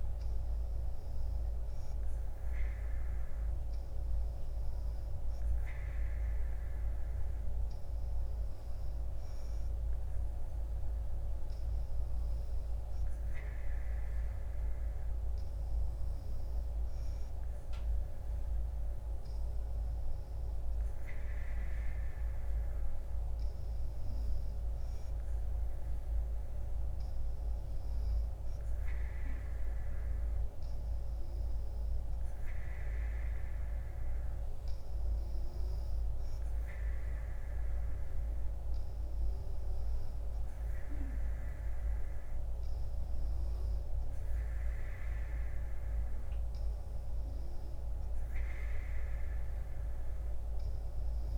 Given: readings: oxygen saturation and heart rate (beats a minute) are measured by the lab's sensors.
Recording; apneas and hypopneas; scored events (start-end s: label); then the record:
breathing in sleep, hard to hear, by a room microphone; none
none scored
From the record:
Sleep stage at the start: N3 (deep sleep); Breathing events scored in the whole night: 198 in 7.2 hours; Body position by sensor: on the right side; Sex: female